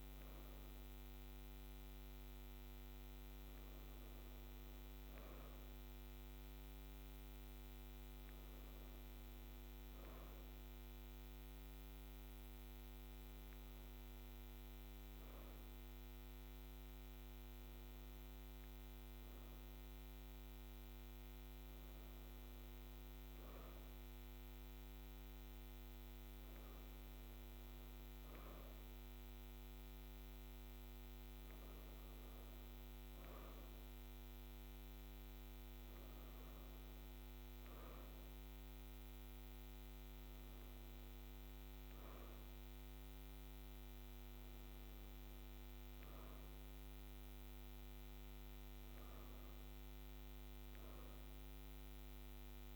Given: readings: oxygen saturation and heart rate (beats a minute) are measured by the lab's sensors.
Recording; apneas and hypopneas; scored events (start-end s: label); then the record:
breathing in sleep, hard to hear, by a microphone on the trachea; none
none scored
From the record:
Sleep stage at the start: N2 (light sleep); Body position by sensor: on the right side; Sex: female